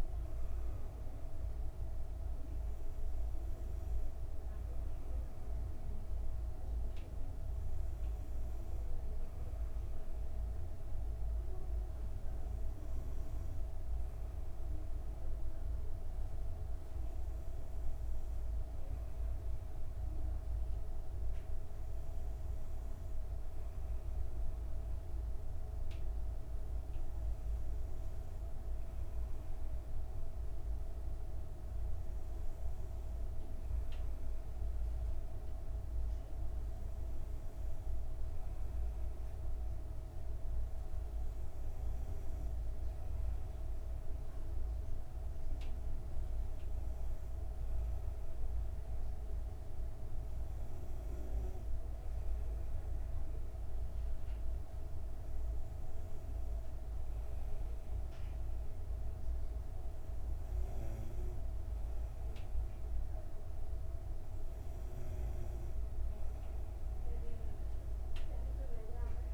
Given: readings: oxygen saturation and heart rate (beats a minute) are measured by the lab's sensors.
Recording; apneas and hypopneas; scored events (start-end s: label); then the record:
breathing in sleep, hard to hear, by a room microphone; none
none scored
From the record:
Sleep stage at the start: N2 (light sleep); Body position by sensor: on the back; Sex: female